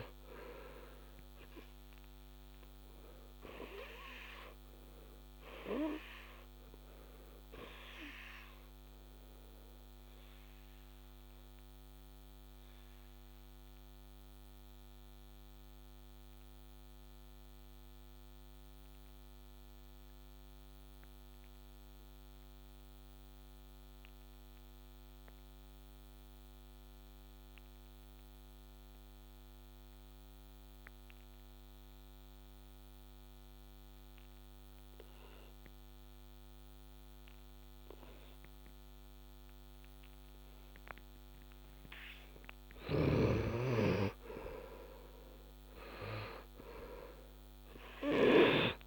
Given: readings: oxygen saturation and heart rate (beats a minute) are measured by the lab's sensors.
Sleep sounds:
breathing in sleep by a microphone on the trachea; 1
0.00-20.00 s: oxygen desaturation (device-marked, oxygen 70% lowest, heart rate 66 extreme)
4.00-41.00 s: obstructive apnea (oxygen 97% before, 70% lowest, heart rate 74 before, 66 extreme, up 7 after)
25.00-48.87 s: oxygen desaturation (device-marked, oxygen 98% before, 73% lowest, heart rate 72 before, 65 extreme)
42.50-48.50 s: snoring (device-marked)
45.50-48.87 s: arousal
From the record:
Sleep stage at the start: N2 (light sleep); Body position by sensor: on the back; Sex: male

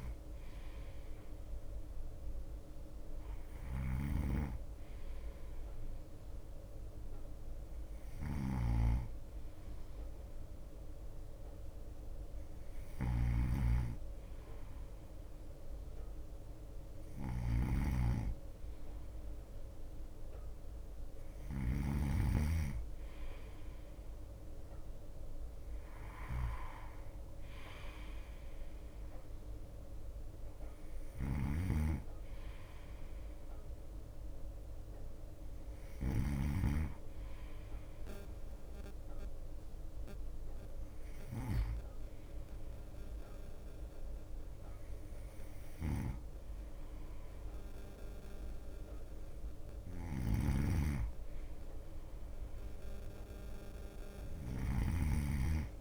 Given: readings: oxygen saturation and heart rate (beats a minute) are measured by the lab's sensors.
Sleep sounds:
breathing in sleep by a room microphone; none
0.00-22.00 s: snoring (device-marked)
0.00-22.50 s: bradycardia (device-marked, heart rate 54 extreme)
22.50-33.50 s: drop in pulse transit time (device-marked, heart rate 56 before, 56 extreme)
25.50-55.81 s: bradycardia (device-marked, heart rate 57 before, 54 extreme)
31.00-42.00 s: snoring (device-marked)
50.00-55.81 s: snoring (device-marked)
From the record:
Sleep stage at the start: N2 (light sleep); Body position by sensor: on the right side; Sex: male

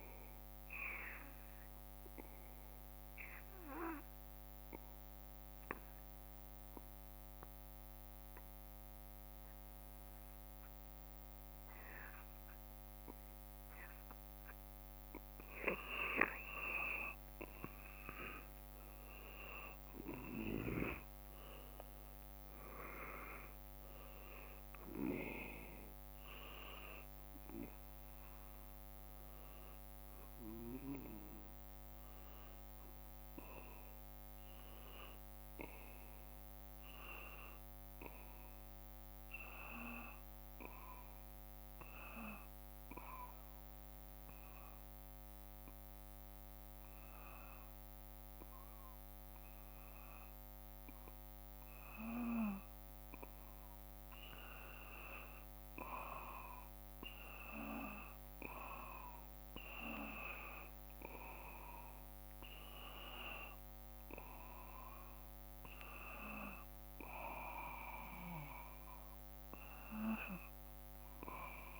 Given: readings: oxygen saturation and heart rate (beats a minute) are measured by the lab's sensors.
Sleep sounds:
breathing in sleep by a microphone on the trachea; 2
2.00-13.50 s: obstructive apnea (oxygen 95% before, 87% lowest, heart rate 55 before, 55 extreme, up 4 after)
14.50-19.00 s: arousal
19.50-36.50 s: oxygen desaturation (device-marked, oxygen 94% before, 87% lowest, heart rate 55 before, 53 extreme)
41.50-52.50 s: obstructive apnea (oxygen 94% before, 92% lowest, heart rate 58 before, 53 extreme, up 3 after)
55.00-59.50 s: arousal
From the record:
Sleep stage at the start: N2 (light sleep); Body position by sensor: on the back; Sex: male

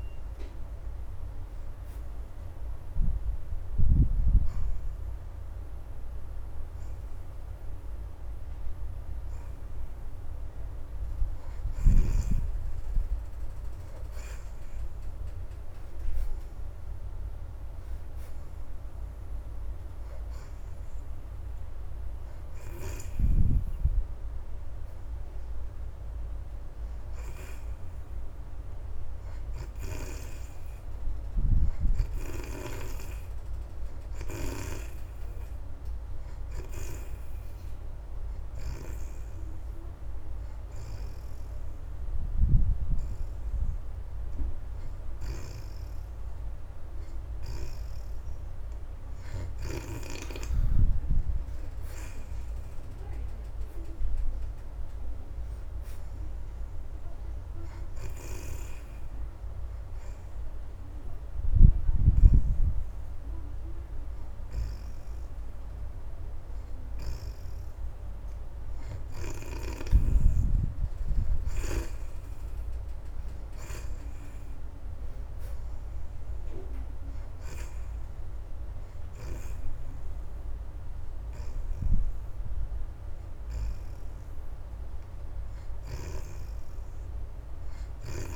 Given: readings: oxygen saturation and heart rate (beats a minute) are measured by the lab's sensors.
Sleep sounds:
breathing in sleep by a room microphone; 2
0.00-12.00 s: oxygen desaturation (device-marked, oxygen 62% lowest, heart rate 72 extreme)
22.00-38.00 s: oxygen desaturation (device-marked, oxygen 82% before, 71% lowest, heart rate 80 before, 81 extreme)
39.50-49.50 s: hypopnea (oxygen 82% before, 62% lowest, heart rate 83 before, 79 extreme, up 4 after)
40.00-52.00 s: oxygen desaturation (device-marked, oxygen 76% before, 71% lowest, heart rate 83 before, 79 extreme)
51.50-55.00 s: arousal
54.00-76.00 s: oxygen desaturation (device-marked, oxygen 74% before, 62% lowest, heart rate 83 before, 79 extreme)
59.50-70.00 s: hypopnea (oxygen 76% before, 61% lowest, heart rate 83 before, 79 extreme, up 39 after)
73.50-77.50 s: arousal
78.00-88.36 s: oxygen desaturation (device-marked, oxygen 75% before, 62% lowest, heart rate 91 before, 81 extreme)
From the record:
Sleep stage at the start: N2 (light sleep); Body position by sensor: on the back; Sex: female

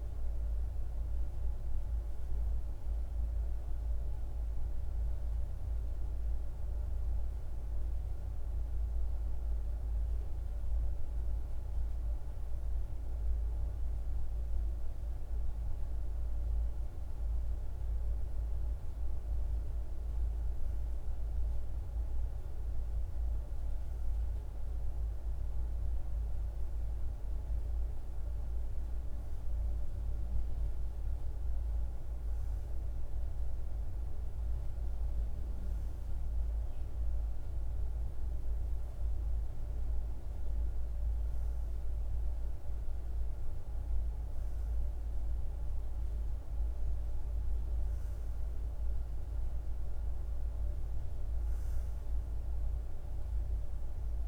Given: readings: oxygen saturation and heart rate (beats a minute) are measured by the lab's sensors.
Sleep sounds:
breathing in sleep, hard to hear, by a room microphone; 1
0.50-17.50 s: hypopnea (oxygen 97% before, 93% lowest, heart rate 51 before, 52 extreme, up 2 after)
21.00-25.50 s: arousal
25.00-50.00 s: oxygen desaturation (device-marked, oxygen 98% before, 93% lowest, heart rate 54 before, 52 extreme)
From the record:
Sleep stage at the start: REM sleep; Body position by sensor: on the back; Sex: male

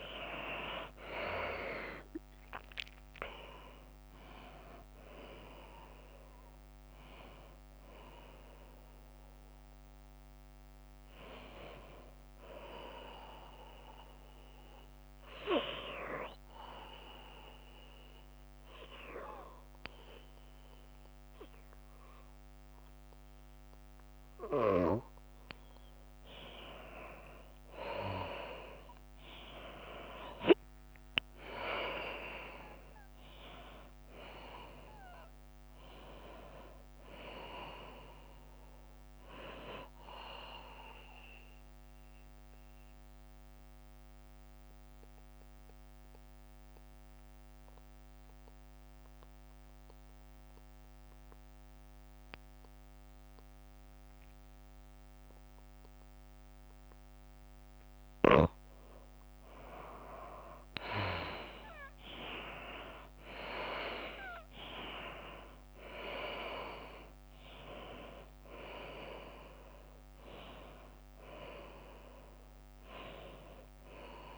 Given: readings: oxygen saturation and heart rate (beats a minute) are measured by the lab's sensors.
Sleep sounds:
breathing in sleep by a microphone on the trachea; 2
0.00-7.00 s: tachycardia (device-marked, heart rate 76 before, 119 extreme)
4.00-6.00 s: long interval between heartbeats (device-marked, heart rate 93 before, 117 extreme)
7.00-25.00 s: oxygen desaturation (device-marked, oxygen 93% before, 82% lowest, heart rate 96 before, 88 extreme)
17.50-28.50 s: hypopnea (oxygen 93% before, 80% lowest, heart rate 101 before, 88 extreme, up 5 after)
32.00-37.00 s: arousal
35.00-50.00 s: drop in pulse transit time (device-marked, heart rate 91 before, 88 extreme)
38.00-40.00 s: long interval between heartbeats (device-marked, heart rate 91 before, 96 extreme)
38.00-62.00 s: oxygen desaturation (device-marked, oxygen 96% before, 85% lowest, heart rate 91 before, 86 extreme)
40.50-42.50 s: long interval between heartbeats (device-marked, heart rate 92 before, 95 extreme)
42.50-59.50 s: mixed apnea (oxygen 96% before, 80% lowest, heart rate 92 before, 86 extreme, up 10 after)
62.50-67.50 s: arousal
64.00-74.38 s: oxygen desaturation (device-marked, oxygen 96% before, 80% lowest, heart rate 88 before, 88 extreme)
66.00-74.38 s: drop in pulse transit time (device-marked, heart rate 88 before, 93 extreme)
From the record:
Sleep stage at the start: N2 (light sleep); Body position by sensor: on the back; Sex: female

